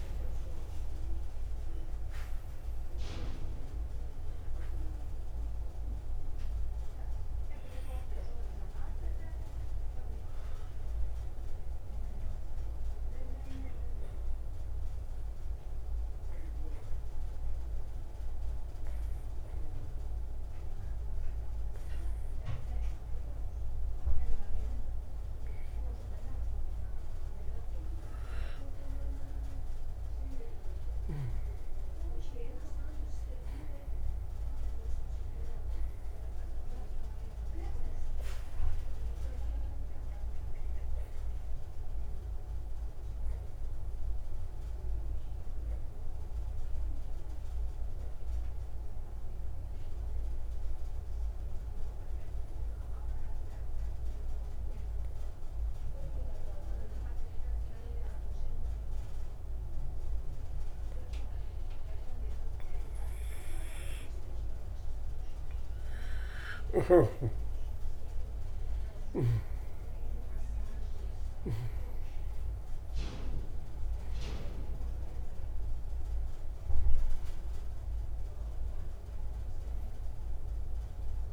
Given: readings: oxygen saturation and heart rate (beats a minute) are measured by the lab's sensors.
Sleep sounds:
breathing in sleep by a room microphone; 2
13.00-29.00 s: oxygen desaturation (device-marked, oxygen 94% before, 89% lowest, heart rate 175 before, 172 extreme)
15.50-27.50 s: obstructive apnea (oxygen 95% before, 89% lowest, heart rate 178 before, 172 extreme, up 54 after)
30.00-35.00 s: arousal
41.50-64.50 s: obstructive apnea (oxygen 97% before, 86% lowest)
44.00-61.00 s: oxygen desaturation (device-marked, oxygen 96% before, 91% lowest, heart rate 199 before, 166 extreme)
69.00-73.00 s: arousal
72.00-81.33 s: oxygen desaturation (device-marked, oxygen 97% before, 86% lowest, heart rate 191 before, 154 extreme)
From the record:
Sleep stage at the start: N2 (light sleep); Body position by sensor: on the right side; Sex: male

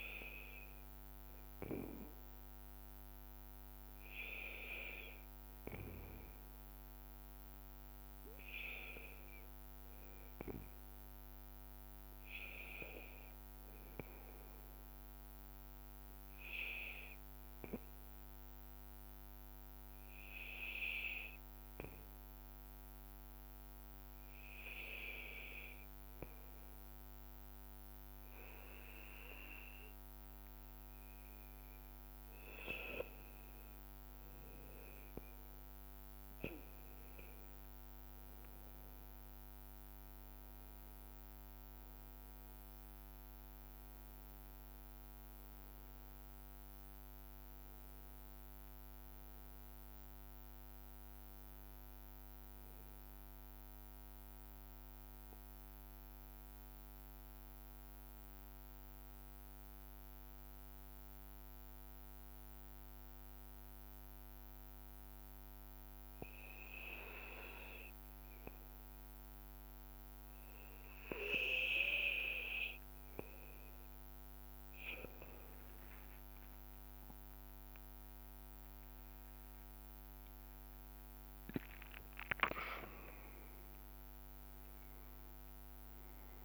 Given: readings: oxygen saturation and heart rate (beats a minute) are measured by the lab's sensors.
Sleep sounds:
breathing in sleep by a microphone on the trachea; 1
41.50-45.50 s: arousal
55.50-70.00 s: mixed apnea (oxygen 97% before, 94% lowest, heart rate 85 before, 83 extreme, up 1 after)
71.50-76.00 s: arousal
72.00-85.00 s: oxygen desaturation (device-marked, oxygen 97% before, 94% lowest, heart rate 85 before, 83 extreme)
80.50-82.50 s: long interval between heartbeats (device-marked, heart rate 84 before, 85 extreme)
From the record:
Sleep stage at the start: N2 (light sleep); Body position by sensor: on the back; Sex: male

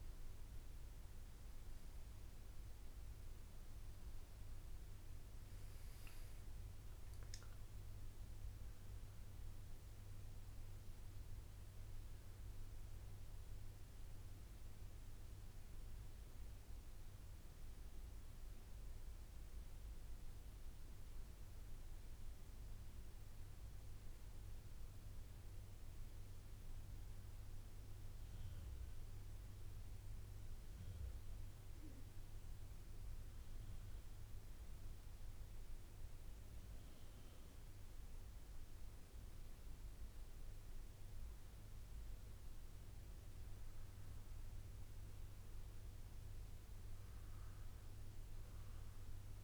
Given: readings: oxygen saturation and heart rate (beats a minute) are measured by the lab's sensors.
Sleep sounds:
breathing in sleep, hard to hear, by a room microphone; none
none scored
From the record:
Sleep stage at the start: N2 (light sleep); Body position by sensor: on the right side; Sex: male

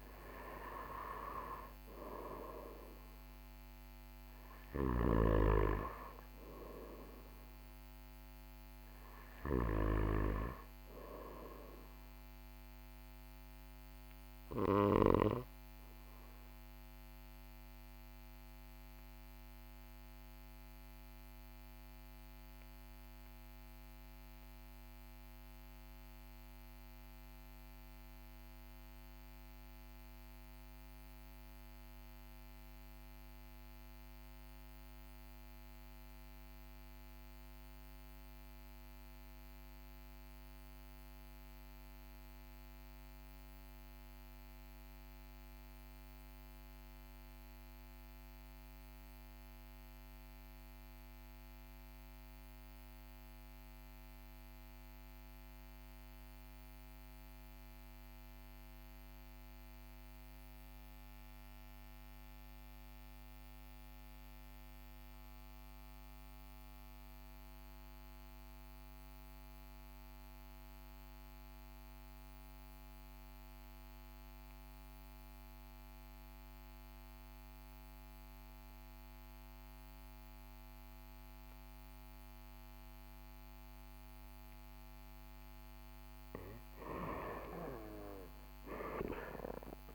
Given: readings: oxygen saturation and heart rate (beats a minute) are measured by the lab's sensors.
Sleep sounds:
breathing in sleep by a microphone on the trachea; 1
18.50-85.50 s: obstructive apnea (oxygen 99% before, 79% lowest, heart rate 41 before, 39 extreme, up 10 after)
58.50-89.95 s: oxygen desaturation (device-marked, oxygen 98% before, 79% lowest, heart rate 39 before, 40 extreme)
88.50-89.95 s: new sleep stage, N1 (lightest sleep)
From the record:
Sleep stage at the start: REM sleep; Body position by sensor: on the back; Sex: male

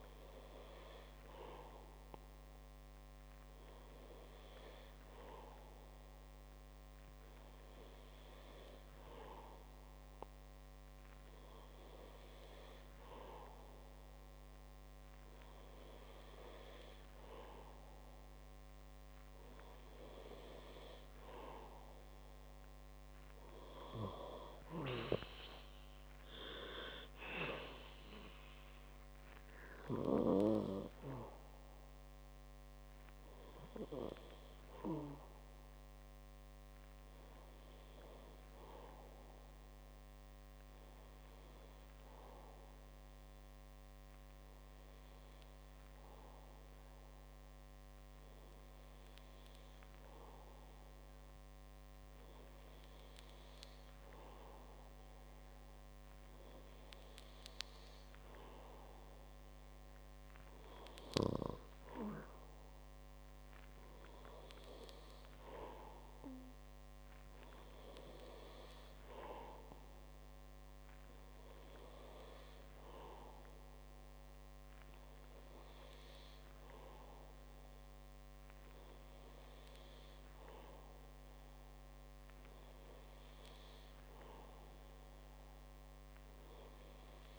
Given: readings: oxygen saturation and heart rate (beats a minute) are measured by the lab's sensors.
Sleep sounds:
breathing in sleep by a microphone on the trachea; none
24.50-28.00 s: arousal
From the record:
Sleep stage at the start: N2 (light sleep); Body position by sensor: on the back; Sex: male

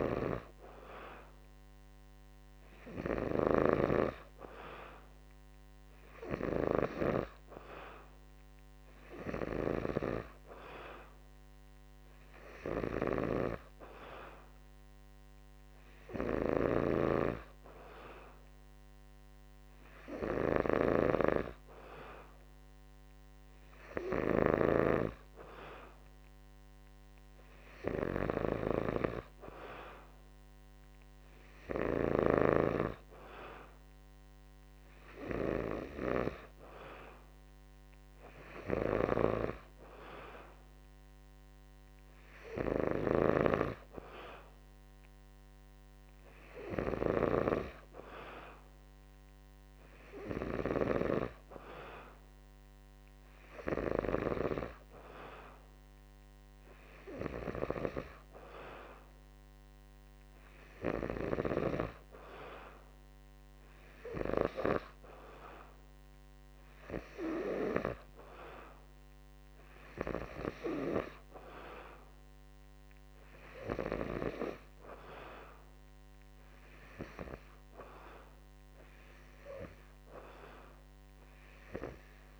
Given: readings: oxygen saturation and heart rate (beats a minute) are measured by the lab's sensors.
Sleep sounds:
breathing in sleep by a microphone on the trachea; none
none scored
From the record:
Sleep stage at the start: N2 (light sleep); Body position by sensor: on the back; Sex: male

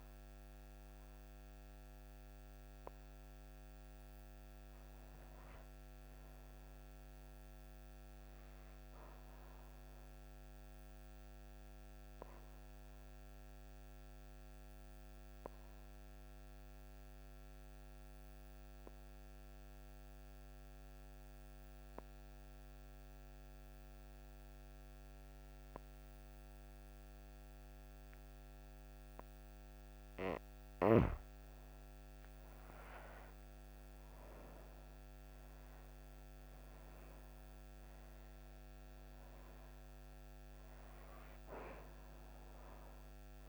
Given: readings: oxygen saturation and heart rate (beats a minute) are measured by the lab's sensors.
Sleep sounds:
breathing in sleep, hard to hear, by a microphone on the trachea; 1
0.00-12.00 s: oxygen desaturation (device-marked, oxygen 84% lowest)
10.00-29.00 s: obstructive apnea (oxygen 95% before, 84% lowest)
31.50-36.50 s: arousal
33.00-43.48 s: oxygen desaturation (device-marked, oxygen 98% before, 84% lowest)
From the record:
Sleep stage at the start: N2 (light sleep); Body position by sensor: on the back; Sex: female

